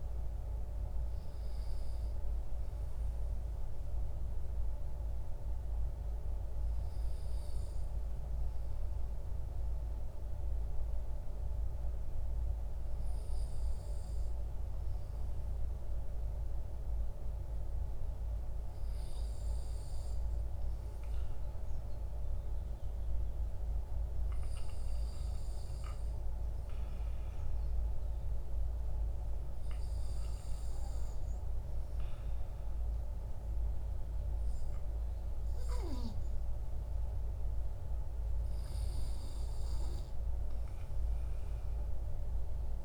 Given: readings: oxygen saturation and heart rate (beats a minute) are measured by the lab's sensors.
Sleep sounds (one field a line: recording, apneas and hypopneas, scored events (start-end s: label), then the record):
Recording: breathing in sleep, hard to hear, by a room microphone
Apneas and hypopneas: none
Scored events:
none scored
From the record:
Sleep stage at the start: N2 (light sleep)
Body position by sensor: on the back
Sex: male